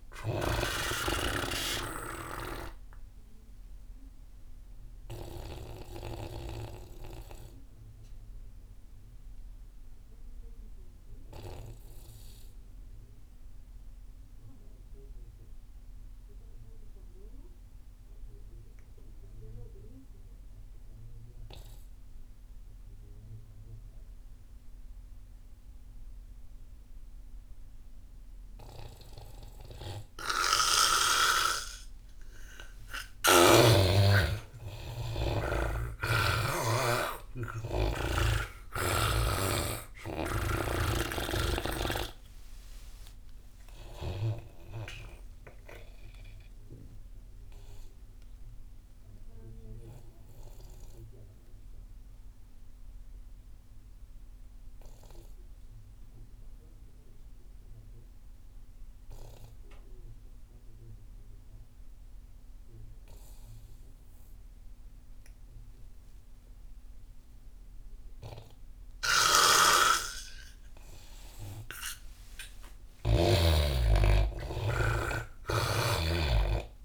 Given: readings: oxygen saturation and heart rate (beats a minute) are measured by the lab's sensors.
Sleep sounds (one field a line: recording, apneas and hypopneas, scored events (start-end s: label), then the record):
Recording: breathing in sleep by a room microphone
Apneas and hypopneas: 2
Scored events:
0.00-18.00 s: oxygen desaturation (device-marked, oxygen 83% lowest)
2.00-32.00 s: obstructive apnea (oxygen 99% before, 83% lowest)
28.00-57.00 s: oxygen desaturation (device-marked, oxygen 99% before, 85% lowest)
33.50-37.00 s: snoring (device-marked)
33.50-38.50 s: arousal
45.50-71.50 s: obstructive apnea (oxygen 99% before, 84% lowest)
73.00-76.50 s: snoring (device-marked)
73.00-76.84 s: arousal
73.00-76.84 s: oxygen desaturation (device-marked, oxygen 98% before, 84% lowest)
From the record:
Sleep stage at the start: N2 (light sleep)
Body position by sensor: on the back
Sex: male